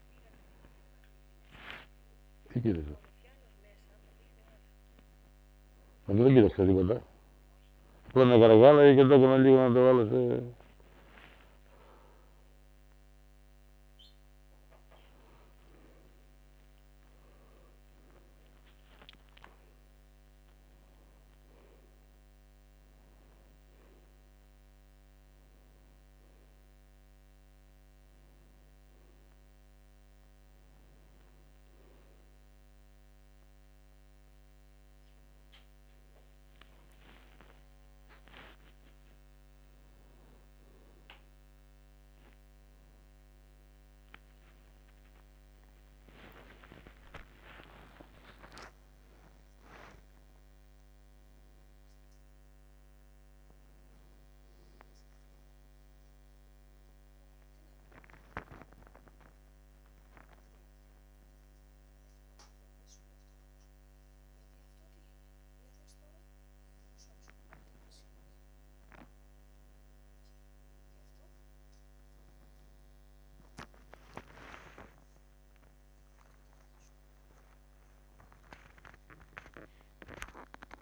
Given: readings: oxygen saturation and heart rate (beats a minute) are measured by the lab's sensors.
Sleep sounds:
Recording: a person awake in a sleep study, by a microphone on the trachea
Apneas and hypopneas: none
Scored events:
0.00-2.00 s: long interval between heartbeats (device-marked, heart rate 86 before, 85 extreme)
2.50-4.50 s: long interval between heartbeats (device-marked, heart rate 87 before, 110 extreme)
6.00-8.00 s: long interval between heartbeats (device-marked, heart rate 94 before, 98 extreme)
12.00-14.00 s: long interval between heartbeats (device-marked, heart rate 98 before, 96 extreme)
41.50-43.50 s: long interval between heartbeats (device-marked, heart rate 75 before, 83 extreme)
43.50-45.50 s: long interval between heartbeats (device-marked, heart rate 76 before, 108 extreme)
46.00-48.00 s: long interval between heartbeats (device-marked, heart rate 83 before, 154 extreme)
54.00-56.00 s: long interval between heartbeats (device-marked, heart rate 111 before, 106 extreme)
56.00-58.00 s: long interval between heartbeats (device-marked, heart rate 114 before, 115 extreme)
60.50-62.50 s: long interval between heartbeats (device-marked, heart rate 124 before, 124 extreme)
63.00-65.00 s: long interval between heartbeats (device-marked, heart rate 130 before, 114 extreme)
67.00-69.00 s: long interval between heartbeats (device-marked, heart rate 126 before, 98 extreme)
70.00-72.00 s: long interval between heartbeats (device-marked, heart rate 115 before, 114 extreme)
72.50-74.50 s: long interval between heartbeats (device-marked, heart rate 114 before, 150 extreme)
75.00-77.00 s: long interval between heartbeats (device-marked, heart rate 123 before, 176 extreme)
79.00-80.82 s: long interval between heartbeats (device-marked, heart rate 135 before, 184 extreme)
From the record:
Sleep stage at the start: awake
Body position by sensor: on the back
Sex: male

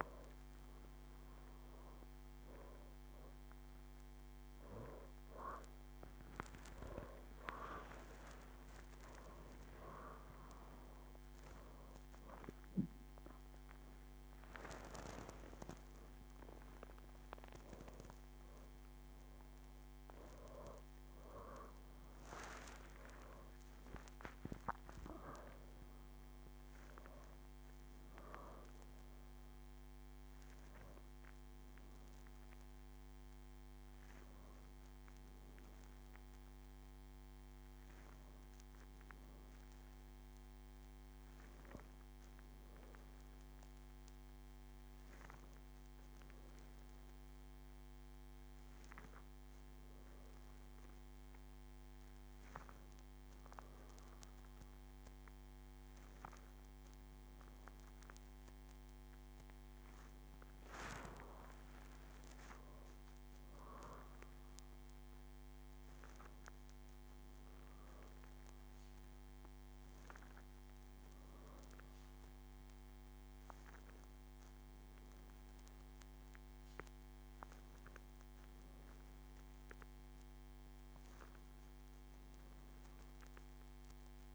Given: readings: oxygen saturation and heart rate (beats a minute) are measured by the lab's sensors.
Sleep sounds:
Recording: breathing in sleep by a microphone on the trachea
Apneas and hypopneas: none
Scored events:
0.50-2.50 s: long interval between heartbeats (device-marked, heart rate 93 before, 174 extreme)
5.00-7.00 s: long interval between heartbeats (device-marked, heart rate 115 before, 110 extreme)
7.50-9.50 s: long interval between heartbeats (device-marked, heart rate 120 before, 109 extreme)
15.50-17.50 s: long interval between heartbeats (device-marked, heart rate 128 before, 92 extreme)
16.50-21.50 s: arousal
From the record:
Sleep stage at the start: N2 (light sleep)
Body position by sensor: on the back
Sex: female

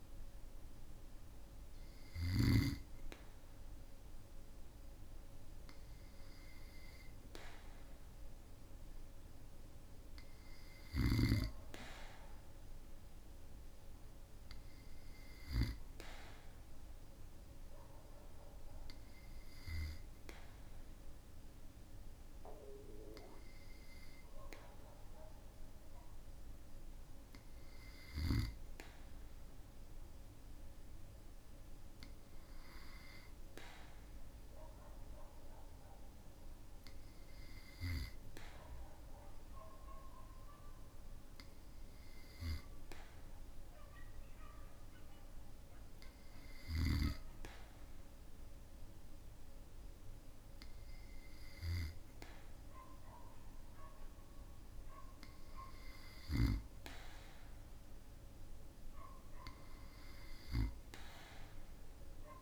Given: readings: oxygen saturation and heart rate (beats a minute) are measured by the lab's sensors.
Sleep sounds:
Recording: breathing in sleep by a room microphone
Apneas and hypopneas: none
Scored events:
none scored
From the record:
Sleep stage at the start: N2 (light sleep)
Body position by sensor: on the back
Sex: male

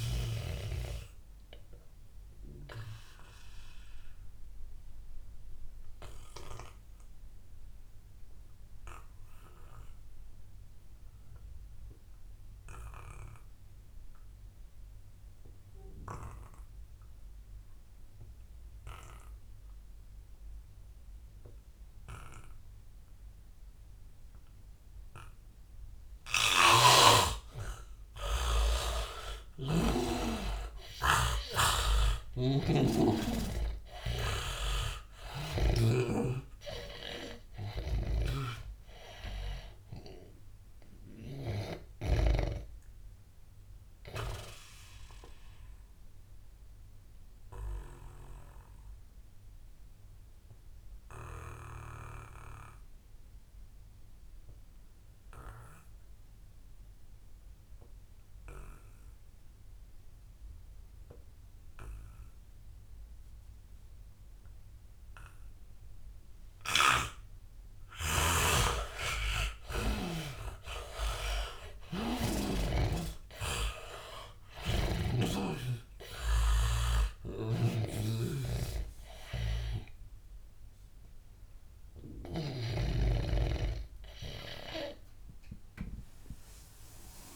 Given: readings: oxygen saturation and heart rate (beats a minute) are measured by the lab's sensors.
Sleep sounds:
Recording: breathing in sleep by a room microphone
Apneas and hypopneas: 2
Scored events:
0.00-8.50 s: oxygen desaturation (device-marked, oxygen 80% lowest, heart rate 86 extreme)
2.50-27.50 s: obstructive apnea (oxygen 99% before, 80% lowest, heart rate 95 before, 86 extreme, up 8 after)
24.50-51.50 s: oxygen desaturation (device-marked, oxygen 98% before, 80% lowest, heart rate 89 before, 77 extreme)
26.50-36.00 s: snoring (device-marked)
29.50-33.00 s: arousal
38.00-41.50 s: snoring (device-marked)
43.00-67.50 s: obstructive apnea (oxygen 99% before, 80% lowest, heart rate 93 before, 77 extreme, up 18 after)
63.50-87.36 s: oxygen desaturation (device-marked, oxygen 100% before, 81% lowest, heart rate 87 before, 80 extreme)
66.50-70.00 s: snoring (device-marked)
69.00-72.50 s: arousal
74.50-82.50 s: snoring (device-marked)
From the record:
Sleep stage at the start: N2 (light sleep)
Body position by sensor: on the back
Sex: male

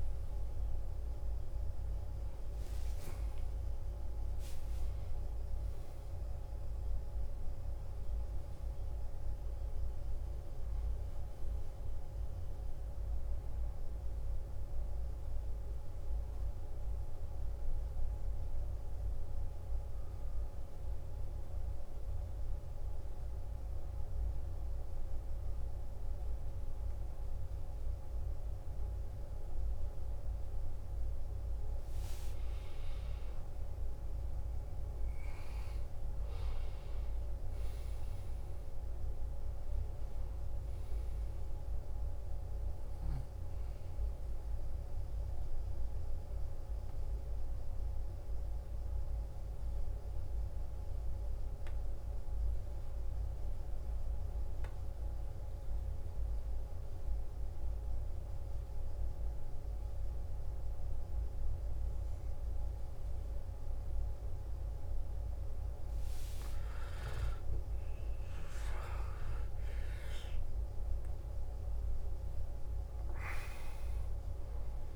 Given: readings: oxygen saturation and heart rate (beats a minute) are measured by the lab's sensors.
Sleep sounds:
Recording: a person partly awake in a sleep study, hard to hear, by a room microphone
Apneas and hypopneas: 2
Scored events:
2.50-4.50 s: long interval between heartbeats (device-marked, heart rate 88 before, 80 extreme)
11.50-41.50 s: new sleep stage, N1 (lightest sleep)
20.50-32.00 s: central apnea (oxygen 98% before, 92% lowest, heart rate 71 before, 53 extreme, up 10 after)
32.50-37.00 s: arousal
37.50-57.50 s: oxygen desaturation (device-marked, oxygen 97% before, 94% lowest, heart rate 57 before, 53 extreme)
41.50-74.96 s: new sleep stage, N2 (light sleep)
48.50-65.50 s: obstructive apnea (oxygen 98% before, 91% lowest, heart rate 59 before, 53 extreme, up 14 after)
66.50-71.50 s: arousal
From the record:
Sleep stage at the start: awake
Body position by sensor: on the back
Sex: male

